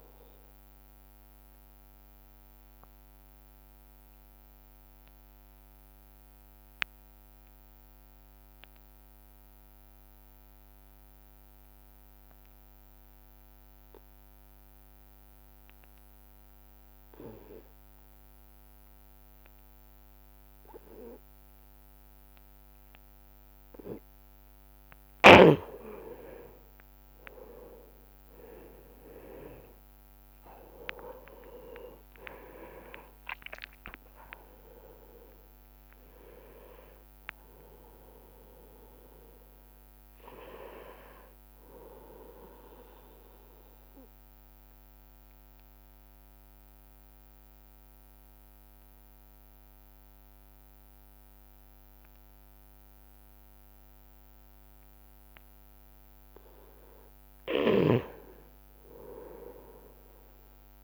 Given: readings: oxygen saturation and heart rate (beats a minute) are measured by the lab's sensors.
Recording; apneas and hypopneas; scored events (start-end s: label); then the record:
breathing in sleep by a microphone on the trachea; 2
0.50-24.00 s: obstructive apnea (oxygen 95% before, 88% lowest)
2.00-13.00 s: oxygen desaturation (device-marked, oxygen 93% before, 88% lowest)
27.00-32.50 s: arousal
28.00-57.00 s: oxygen desaturation (device-marked, oxygen 98% before, 90% lowest)
44.00-56.50 s: obstructive apnea (oxygen 99% before, 90% lowest)
59.50-60.84 s: arousal
From the record:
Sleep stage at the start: N2 (light sleep); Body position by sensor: on the right side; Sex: male